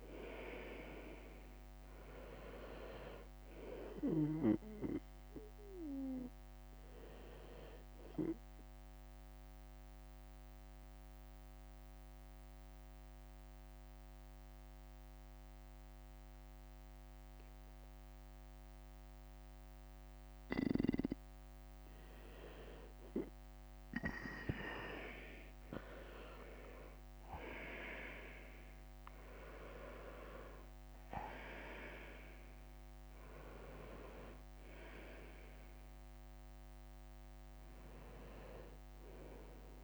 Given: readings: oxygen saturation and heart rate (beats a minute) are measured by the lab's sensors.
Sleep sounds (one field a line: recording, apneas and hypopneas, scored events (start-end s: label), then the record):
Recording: breathing in sleep by a microphone on the trachea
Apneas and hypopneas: 1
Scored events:
0.00-13.00 s: oxygen desaturation (device-marked, oxygen 93% lowest, heart rate 56 extreme)
5.00-20.00 s: bradycardia (device-marked, heart rate 65 before, 56 extreme)
8.00-19.50 s: obstructive apnea (oxygen 98% before, 92% lowest, heart rate 59 before, 53 extreme, up 7 after)
24.00-27.00 s: arousal
28.00-32.00 s: leg movement (device-marked)
35.00-39.84 s: bradycardia (device-marked, heart rate 65 before, 53 extreme)
From the record:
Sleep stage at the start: N2 (light sleep)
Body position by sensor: on the right side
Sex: male